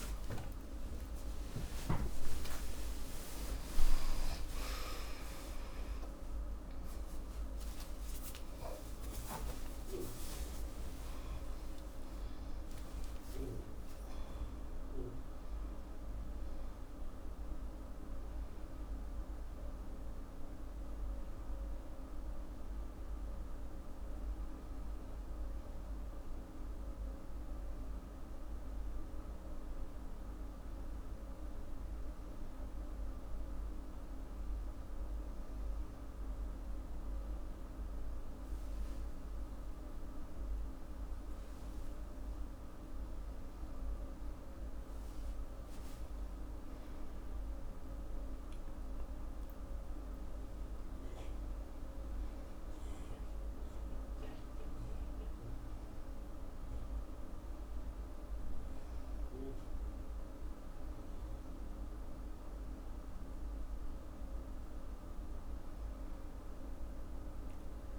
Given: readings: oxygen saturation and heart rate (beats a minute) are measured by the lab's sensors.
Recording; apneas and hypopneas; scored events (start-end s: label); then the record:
a person partly awake in a sleep study, hard to hear, by a room microphone; none
13.00-15.00 s: long interval between heartbeats (device-marked, heart rate 102 before, 129 extreme)
17.00-67.99 s: new sleep stage, N2 (light sleep)
47.50-51.50 s: arousal
From the record:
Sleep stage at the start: awake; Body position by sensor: on the back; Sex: female